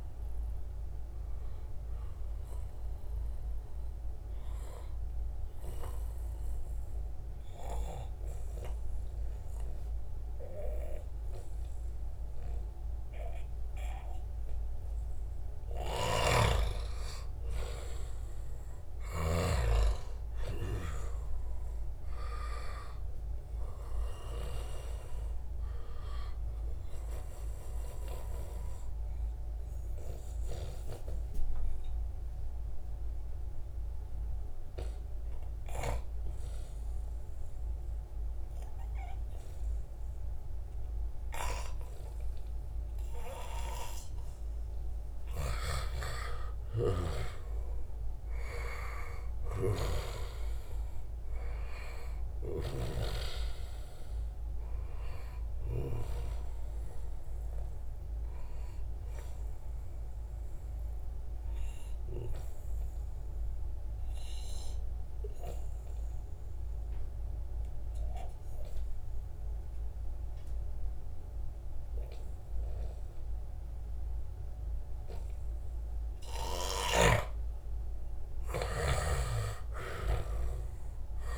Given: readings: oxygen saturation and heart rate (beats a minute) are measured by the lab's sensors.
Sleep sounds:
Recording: breathing in sleep by a room microphone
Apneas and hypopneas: 3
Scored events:
5.00-15.00 s: obstructive apnea (oxygen 95% before, 89% lowest, heart rate 86 before, 76 extreme, up 1 after)
15.50-19.00 s: snoring (device-marked)
16.00-20.00 s: arousal
20.50-38.50 s: oxygen desaturation (device-marked, oxygen 94% before, 90% lowest, heart rate 79 before, 78 extreme)
29.00-44.50 s: obstructive apnea (oxygen 95% before, 89% lowest, heart rate 78 before, 76 extreme, up 1 after)
30.00-32.00 s: long interval between heartbeats (device-marked, heart rate 78 before, 92 extreme)
36.00-38.00 s: long interval between heartbeats (device-marked, heart rate 82 before, 80 extreme)
45.50-51.00 s: arousal
49.00-52.50 s: snoring (device-marked)
49.50-65.50 s: oxygen desaturation (device-marked, oxygen 95% before, 89% lowest, heart rate 83 before, 74 extreme)
60.50-75.00 s: obstructive apnea (oxygen 95% before, 89% lowest, heart rate 80 before, 74 extreme, up 0 after)
76.00-80.50 s: arousal
From the record:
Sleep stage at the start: N2 (light sleep)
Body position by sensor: on the back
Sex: male

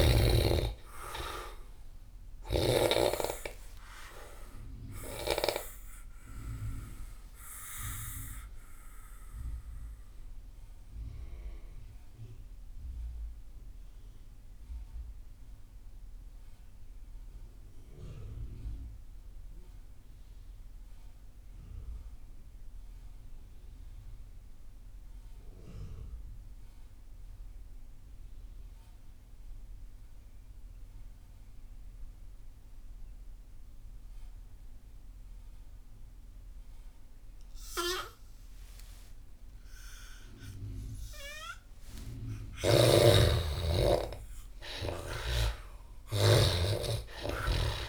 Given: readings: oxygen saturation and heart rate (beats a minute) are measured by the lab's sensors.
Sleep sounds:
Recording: breathing in sleep by a room microphone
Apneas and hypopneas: 1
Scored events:
0.00-2.50 s: snoring (device-marked)
0.00-22.00 s: oxygen desaturation (device-marked, oxygen 74% lowest)
7.50-40.50 s: mixed apnea (oxygen 97% before, 74% lowest)
36.00-47.89 s: oxygen desaturation (device-marked, oxygen 97% before, 74% lowest)
41.50-46.00 s: arousal
42.00-46.00 s: snoring (device-marked)
From the record:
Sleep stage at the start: N2 (light sleep)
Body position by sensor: on the back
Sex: male

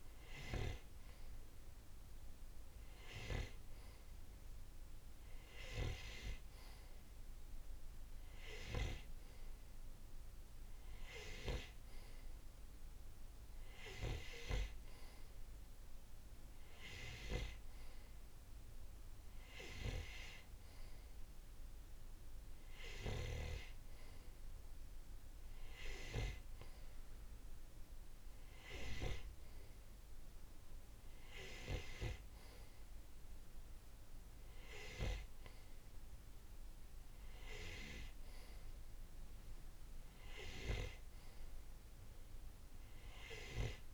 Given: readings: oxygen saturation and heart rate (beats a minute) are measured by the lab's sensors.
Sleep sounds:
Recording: breathing in sleep by a room microphone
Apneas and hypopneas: none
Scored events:
none scored
From the record:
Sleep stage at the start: N2 (light sleep)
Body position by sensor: on the right side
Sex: male

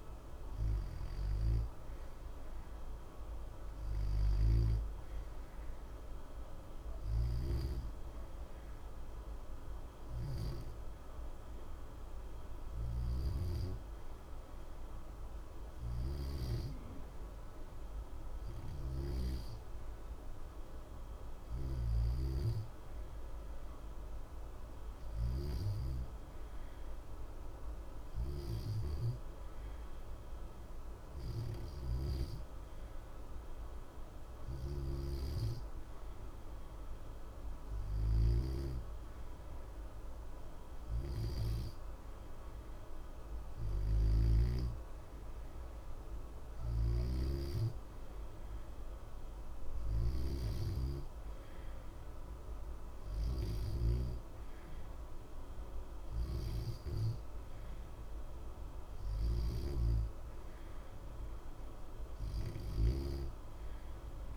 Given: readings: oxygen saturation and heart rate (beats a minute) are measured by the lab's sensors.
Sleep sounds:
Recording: breathing in sleep by a room microphone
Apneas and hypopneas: none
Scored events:
62.00-64.37 s: snoring (device-marked)
From the record:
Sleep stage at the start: N2 (light sleep)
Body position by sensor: on the back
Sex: male

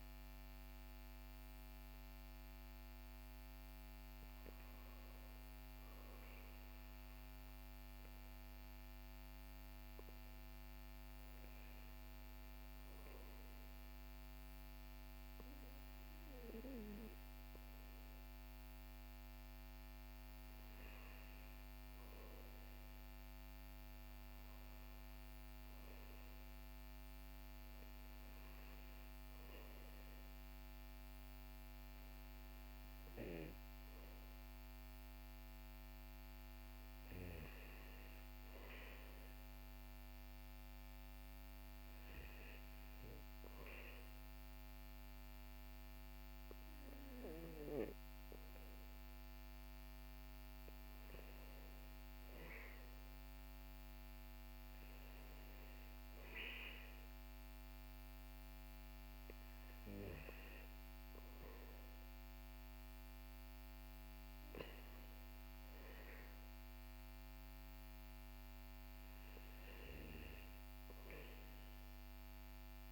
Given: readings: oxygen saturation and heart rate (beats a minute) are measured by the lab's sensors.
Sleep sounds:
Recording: breathing in sleep by a microphone on the trachea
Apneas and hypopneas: none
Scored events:
none scored
From the record:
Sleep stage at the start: REM sleep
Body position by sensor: on the back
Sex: male

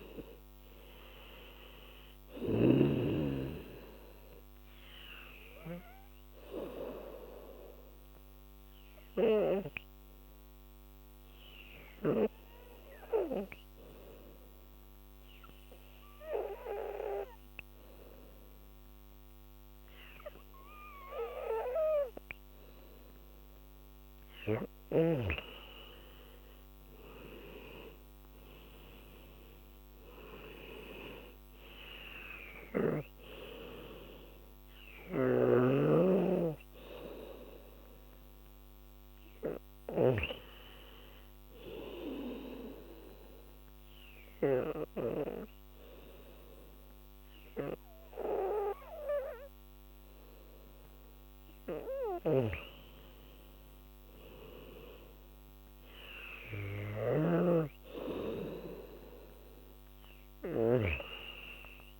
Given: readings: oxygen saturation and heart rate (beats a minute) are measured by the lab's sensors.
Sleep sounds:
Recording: breathing in sleep by a microphone on the trachea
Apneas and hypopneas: 2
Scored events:
0.00-3.00 s: snoring (device-marked)
0.00-10.00 s: oxygen desaturation (device-marked, oxygen 91% lowest, heart rate 80 extreme)
12.50-24.50 s: obstructive apnea (oxygen 97% before, 90% lowest, heart rate 85 before, 74 extreme, up 10 after)
24.00-45.00 s: oxygen desaturation (device-marked, oxygen 97% before, 90% lowest, heart rate 82 before, 74 extreme)
26.50-30.00 s: arousal
35.50-40.50 s: snoring (device-marked)
42.00-52.00 s: obstructive apnea (oxygen 97% before, 91% lowest, heart rate 82 before, 76 extreme, up 3 after)
53.50-57.00 s: arousal
57.00-61.00 s: snoring (device-marked)
59.00-62.00 s: oxygen desaturation (device-marked, oxygen 97% before, 92% lowest, heart rate 80 before, 76 extreme)
From the record:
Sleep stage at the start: N2 (light sleep)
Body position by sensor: on the back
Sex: female

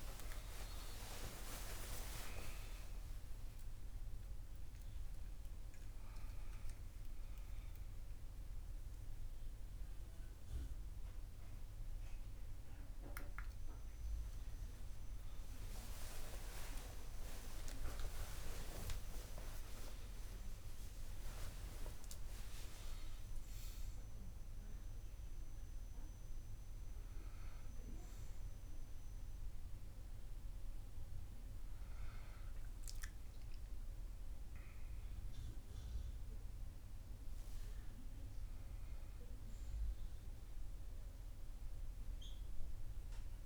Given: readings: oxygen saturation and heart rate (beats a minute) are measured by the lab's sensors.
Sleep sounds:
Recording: a person awake in a sleep study, by a room microphone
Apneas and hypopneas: none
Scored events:
4.00-34.00 s: new sleep stage, awake
34.00-43.46 s: new sleep stage, N1 (lightest sleep)
From the record:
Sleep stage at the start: REM sleep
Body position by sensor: on the back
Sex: male

